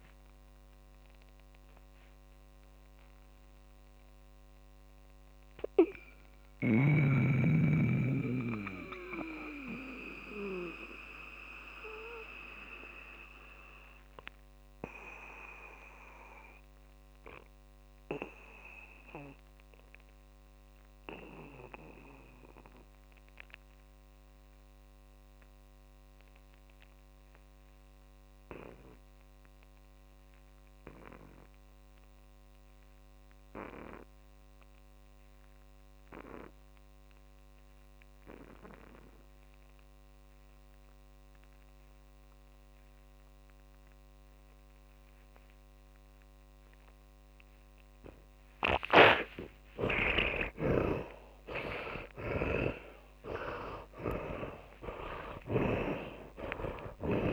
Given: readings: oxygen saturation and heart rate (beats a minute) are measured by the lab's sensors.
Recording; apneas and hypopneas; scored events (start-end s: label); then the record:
breathing in sleep by a microphone on the trachea; 1
0.00-7.00 s: oxygen desaturation (device-marked, oxygen 78% lowest)
7.00-48.50 s: mixed apnea (oxygen 95% before, 70% lowest)
9.00-23.00 s: oxygen desaturation (device-marked, oxygen 81% before, 72% lowest)
35.00-57.33 s: oxygen desaturation (device-marked, oxygen 100% before, 70% lowest)
51.50-57.33 s: arousal
From the record:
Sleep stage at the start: N2 (light sleep); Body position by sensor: on the back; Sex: male